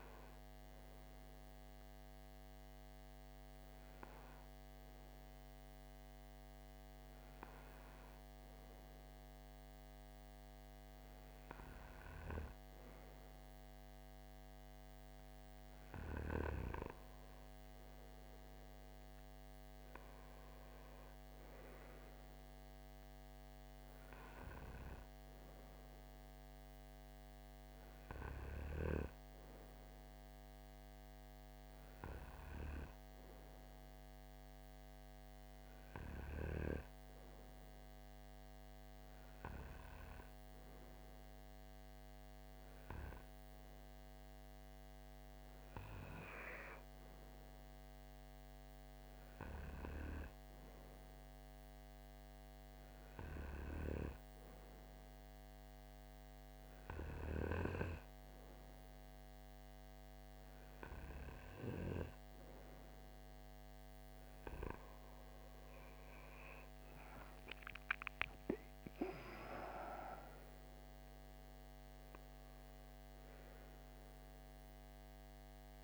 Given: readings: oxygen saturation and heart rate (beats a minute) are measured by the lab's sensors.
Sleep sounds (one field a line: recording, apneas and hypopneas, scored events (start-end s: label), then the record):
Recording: breathing in sleep by a microphone on the trachea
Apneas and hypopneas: none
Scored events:
none scored
From the record:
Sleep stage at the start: N2 (light sleep)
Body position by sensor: on the right side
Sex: male